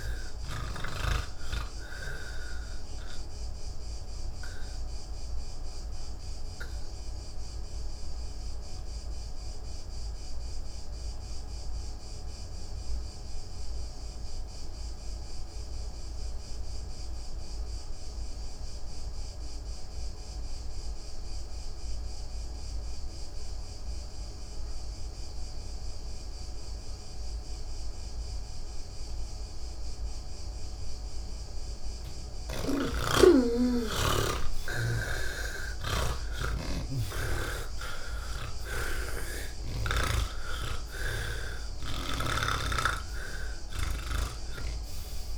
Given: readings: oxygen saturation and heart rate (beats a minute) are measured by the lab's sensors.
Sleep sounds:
breathing in sleep by a room microphone; 1
0.00-1.50 s: snoring (device-marked)
0.00-12.00 s: oxygen desaturation (device-marked, oxygen 79% lowest, heart rate 46 extreme)
3.50-32.00 s: obstructive apnea (oxygen 99% before, 78% lowest, heart rate 121 before, 47 extreme)
26.00-45.38 s: oxygen desaturation (device-marked, oxygen 98% before, 79% lowest, heart rate 84 before, 94 extreme)
From the record:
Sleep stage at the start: N3 (deep sleep); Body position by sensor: on the back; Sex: male

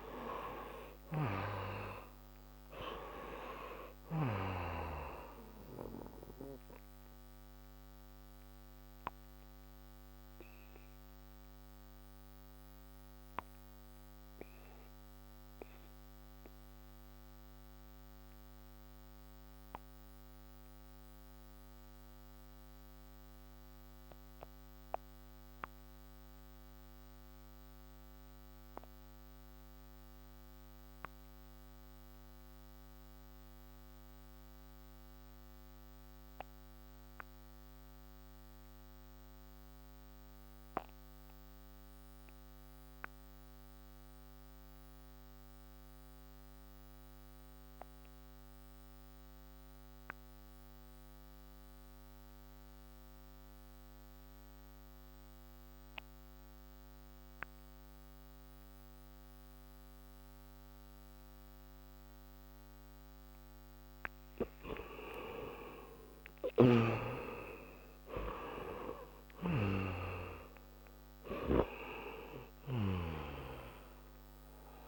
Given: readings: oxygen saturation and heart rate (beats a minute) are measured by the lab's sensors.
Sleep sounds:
breathing in sleep by a microphone on the trachea; 1
0.00-2.50 s: arousal
0.00-32.50 s: oxygen desaturation (device-marked, oxygen 71% lowest)
7.50-62.00 s: obstructive apnea (oxygen 91% before, 71% lowest)
39.50-74.87 s: oxygen desaturation (device-marked, oxygen 99% before, 78% lowest)
64.50-69.50 s: arousal
From the record:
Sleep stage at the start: REM sleep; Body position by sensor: on the back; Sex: male

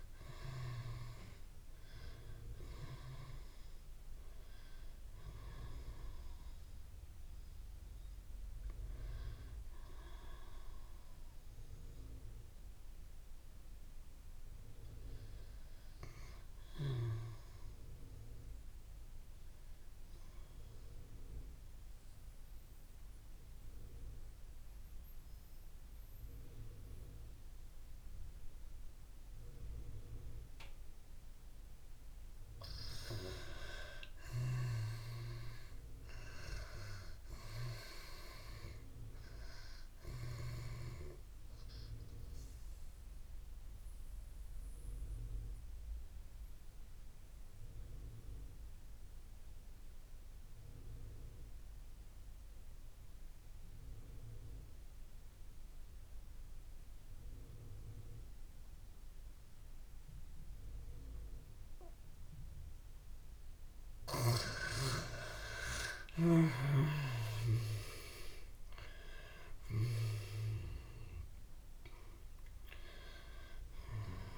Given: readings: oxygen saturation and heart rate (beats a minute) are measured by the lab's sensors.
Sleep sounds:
breathing in sleep by a room microphone; 2
0.00-18.00 s: oxygen desaturation (device-marked, oxygen 81% lowest)
18.50-32.00 s: mixed apnea (oxygen 96% before, 79% lowest)
33.50-37.00 s: arousal
38.00-55.00 s: oxygen desaturation (device-marked, oxygen 97% before, 85% lowest)
42.00-63.00 s: mixed apnea (oxygen 98% before, 79% lowest)
62.00-74.38 s: oxygen desaturation (device-marked, oxygen 96% before, 79% lowest)
66.00-69.50 s: arousal
From the record:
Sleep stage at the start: N2 (light sleep); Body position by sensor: on the back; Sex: female

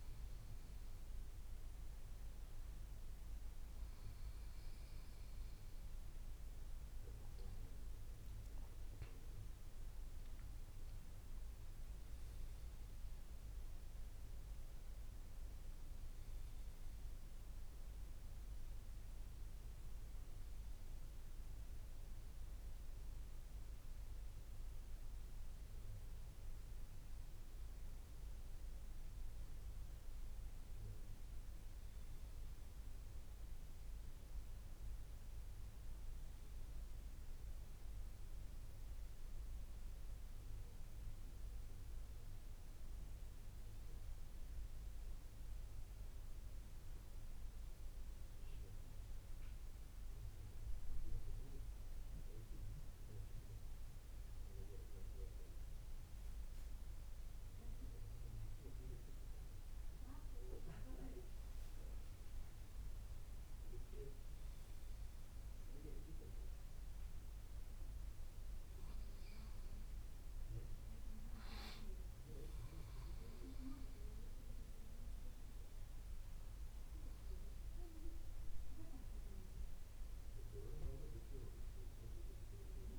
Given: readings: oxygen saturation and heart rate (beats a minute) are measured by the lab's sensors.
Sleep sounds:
a person partly awake in a sleep study, by a room microphone; none
8.50-82.99 s: new sleep stage, N2 (light sleep)
61.50-63.50 s: leg movement (device-marked)
From the record:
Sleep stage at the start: awake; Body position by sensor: on the back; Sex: male

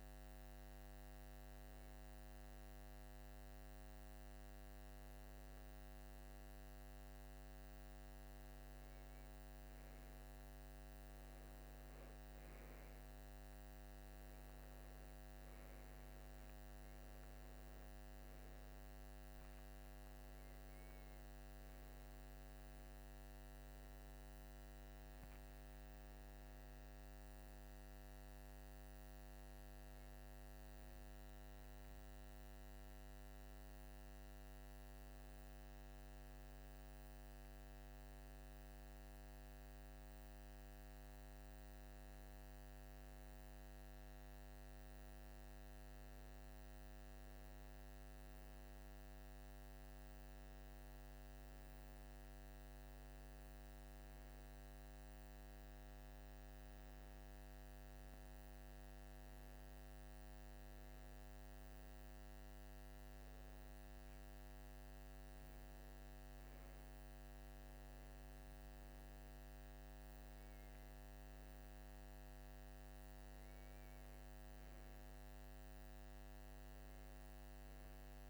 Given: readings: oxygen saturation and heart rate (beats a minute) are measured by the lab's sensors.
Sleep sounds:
breathing in sleep, hard to hear, by a microphone on the trachea; none
none scored
From the record:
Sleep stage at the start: N2 (light sleep); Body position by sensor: on the right side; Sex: male

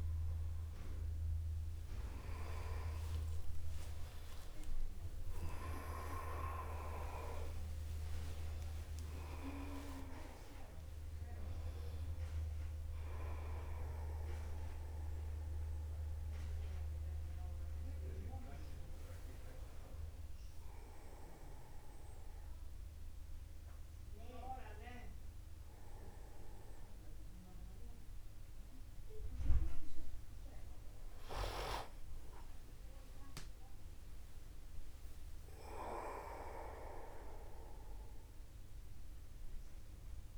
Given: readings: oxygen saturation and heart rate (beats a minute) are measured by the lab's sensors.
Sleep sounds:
a person awake in a sleep study, by a room microphone; none
2.00-4.00 s: long interval between heartbeats (device-marked, heart rate 49 before, 65 extreme)
4.50-6.50 s: long interval between heartbeats (device-marked, heart rate 52 before, 109 extreme)
8.00-10.00 s: long interval between heartbeats (device-marked, heart rate 64 before, 119 extreme)
10.00-12.00 s: long interval between heartbeats (device-marked, heart rate 71 before, 94 extreme)
32.50-34.50 s: long interval between heartbeats (device-marked, heart rate 61 before, 69 extreme)
36.00-38.00 s: long interval between heartbeats (device-marked, heart rate 56 before, 77 extreme)
From the record:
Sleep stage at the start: awake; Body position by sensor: upright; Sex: male

